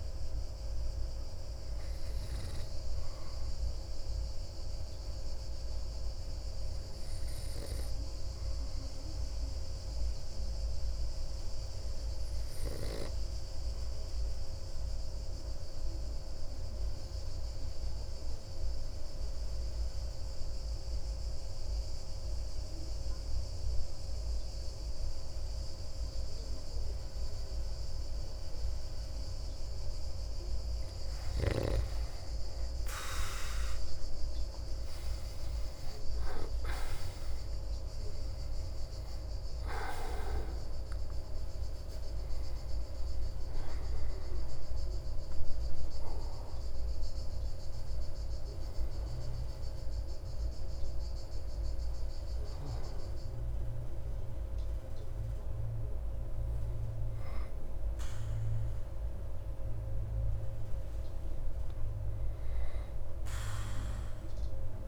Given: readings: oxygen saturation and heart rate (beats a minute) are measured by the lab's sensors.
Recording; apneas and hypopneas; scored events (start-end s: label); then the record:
breathing in sleep, hard to hear, by a room microphone; 1
0.00-12.50 s: oxygen desaturation (device-marked, oxygen 93% lowest)
5.00-29.50 s: obstructive apnea (oxygen 97% before, 87% lowest)
32.50-36.50 s: arousal
32.50-64.88 s: oxygen desaturation (device-marked, oxygen 97% before, 87% lowest)
From the record:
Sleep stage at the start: N2 (light sleep); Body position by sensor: on the back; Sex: male